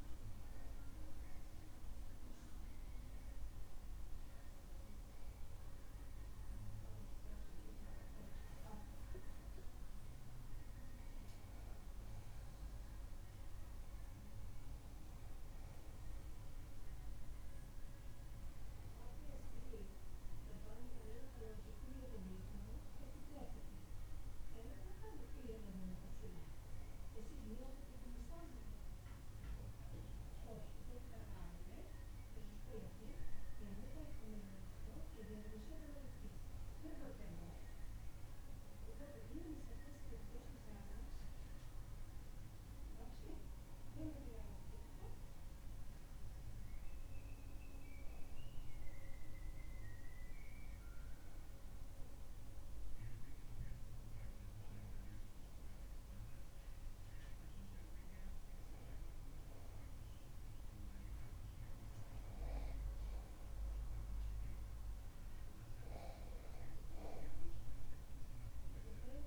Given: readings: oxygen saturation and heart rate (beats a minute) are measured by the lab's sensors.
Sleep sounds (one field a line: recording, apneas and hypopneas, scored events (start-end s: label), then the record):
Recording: breathing in sleep by a room microphone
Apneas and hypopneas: none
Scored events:
none scored
From the record:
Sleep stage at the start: N2 (light sleep)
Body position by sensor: on the back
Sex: male